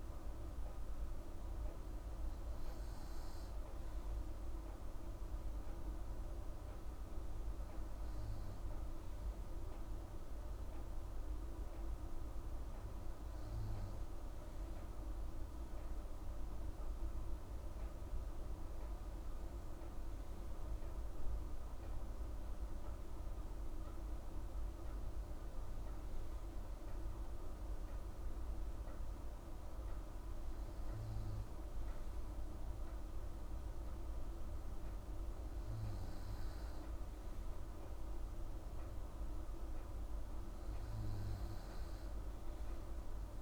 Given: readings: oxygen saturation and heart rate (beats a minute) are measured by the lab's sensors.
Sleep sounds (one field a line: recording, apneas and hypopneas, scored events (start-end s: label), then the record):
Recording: breathing in sleep, hard to hear, by a room microphone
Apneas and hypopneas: none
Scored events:
none scored
From the record:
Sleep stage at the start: N2 (light sleep)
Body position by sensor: on the right side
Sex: female